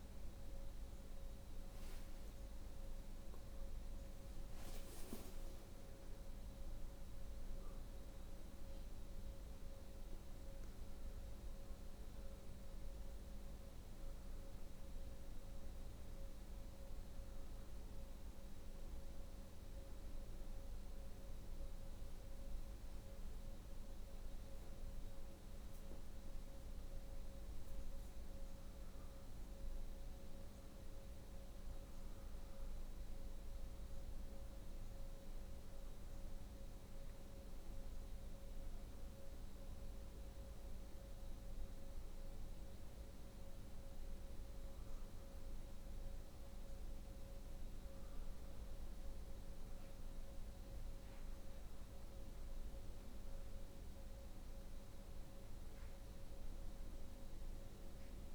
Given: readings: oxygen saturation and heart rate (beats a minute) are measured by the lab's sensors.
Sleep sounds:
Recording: a person partly awake in a sleep study, hard to hear, by a room microphone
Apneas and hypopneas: 1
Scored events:
1.00-23.00 s: oxygen desaturation (device-marked, oxygen 94% before, 87% lowest, heart rate 84 before, 61 extreme)
25.00-58.35 s: new sleep stage, N1 (lightest sleep)
31.50-51.50 s: hypopnea (oxygen 94% before, 90% lowest, heart rate 65 before, 65 extreme, up 2 after)
54.00-57.00 s: arousal
From the record:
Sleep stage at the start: awake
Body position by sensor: on the right side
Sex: female

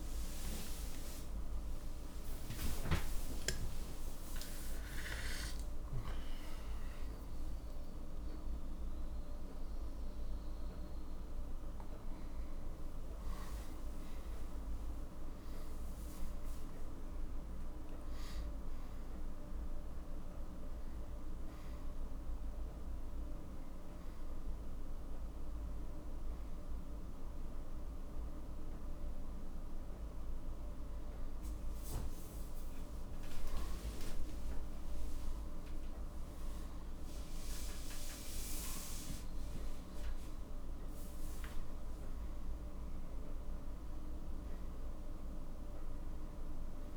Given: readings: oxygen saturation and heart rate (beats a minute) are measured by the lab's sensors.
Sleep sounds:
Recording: a person awake in a sleep study, hard to hear, by a room microphone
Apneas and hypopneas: none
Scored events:
38.00-46.97 s: oxygen desaturation (device-marked, oxygen 97% before, 93% lowest, heart rate 64 before, 56 extreme)
From the record:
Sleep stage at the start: awake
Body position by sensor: on the left side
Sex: male

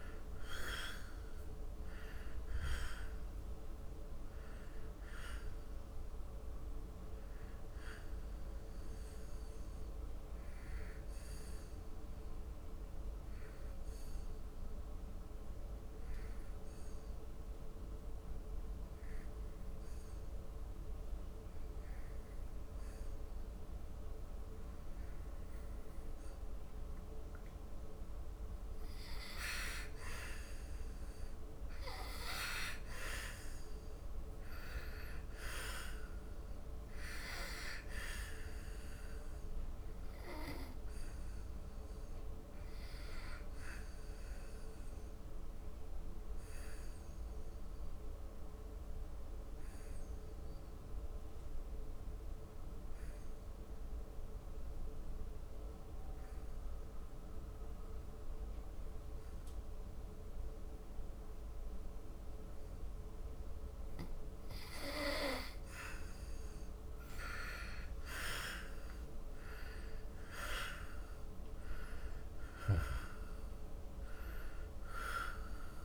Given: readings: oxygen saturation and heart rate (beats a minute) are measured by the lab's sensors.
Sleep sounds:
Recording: breathing in sleep by a room microphone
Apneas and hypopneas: 2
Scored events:
0.00-22.50 s: oxygen desaturation (device-marked, oxygen 85% lowest, heart rate 75 extreme)
9.00-28.00 s: obstructive apnea (oxygen 98% before, 83% lowest, heart rate 76 before, 75 extreme, up 3 after)
30.00-33.50 s: arousal
34.50-53.50 s: oxygen desaturation (device-marked, oxygen 99% before, 87% lowest, heart rate 76 before, 70 extreme)
45.00-63.50 s: obstructive apnea (oxygen 99% before, 82% lowest, heart rate 77 before, 70 extreme, up 8 after)
61.50-75.85 s: oxygen desaturation (device-marked, oxygen 98% before, 83% lowest, heart rate 75 before, 65 extreme)
66.00-70.50 s: arousal
From the record:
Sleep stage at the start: N2 (light sleep)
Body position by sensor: on the back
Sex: male

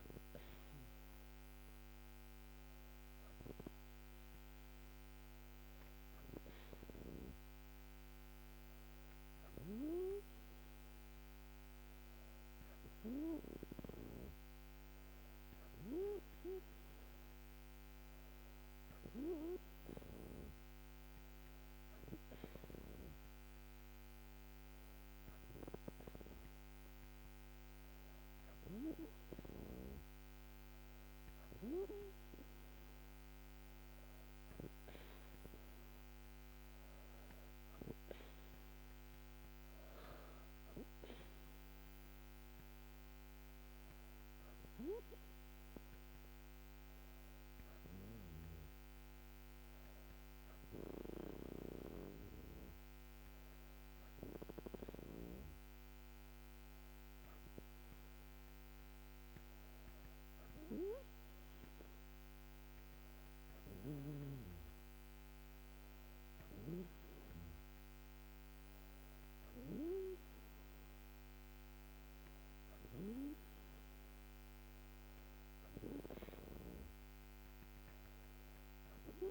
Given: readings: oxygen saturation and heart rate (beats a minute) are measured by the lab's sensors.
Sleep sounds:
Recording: breathing in sleep by a microphone on the trachea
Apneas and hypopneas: none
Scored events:
none scored
From the record:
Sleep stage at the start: N2 (light sleep)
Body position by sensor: on the back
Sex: female

